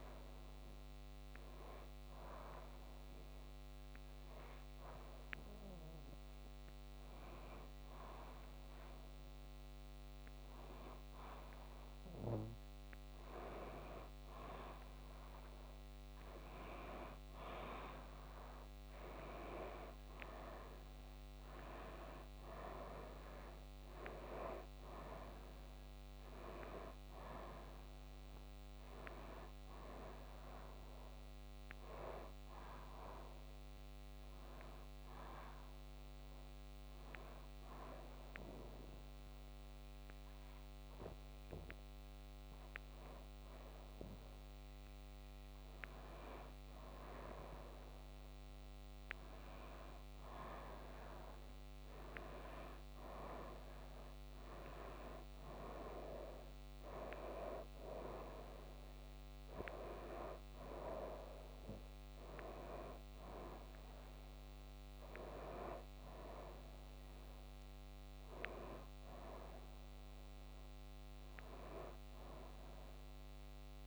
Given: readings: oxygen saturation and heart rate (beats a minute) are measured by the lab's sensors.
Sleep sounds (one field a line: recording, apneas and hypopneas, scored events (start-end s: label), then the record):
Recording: breathing in sleep by a microphone on the trachea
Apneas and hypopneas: 2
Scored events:
1.00-14.00 s: hypopnea (oxygen 93% before, 89% lowest)
21.00-24.50 s: arousal
31.00-50.00 s: oxygen desaturation (device-marked, oxygen 93% before, 89% lowest)
37.50-49.00 s: hypopnea (oxygen 93% before, 89% lowest)
50.50-54.50 s: arousal
65.00-73.87 s: oxygen desaturation (device-marked, oxygen 94% before, 89% lowest)
From the record:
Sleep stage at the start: N2 (light sleep)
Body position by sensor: on the back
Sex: female